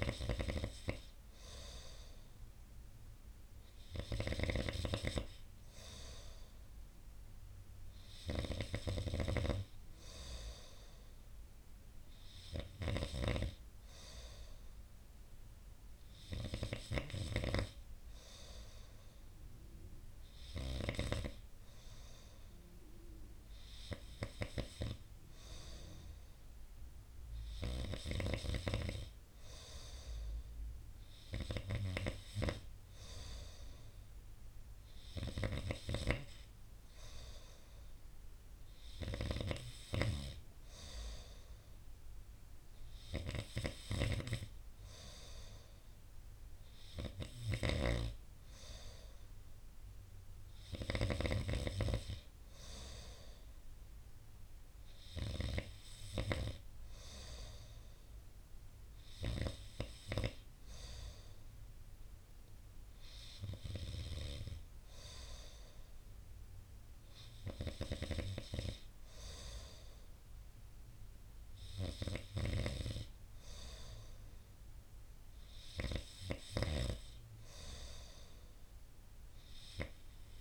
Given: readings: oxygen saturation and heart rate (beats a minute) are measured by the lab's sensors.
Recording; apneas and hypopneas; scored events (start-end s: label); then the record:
breathing in sleep by a room microphone; none
none scored
From the record:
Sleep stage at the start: N2 (light sleep); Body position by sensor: on the right side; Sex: male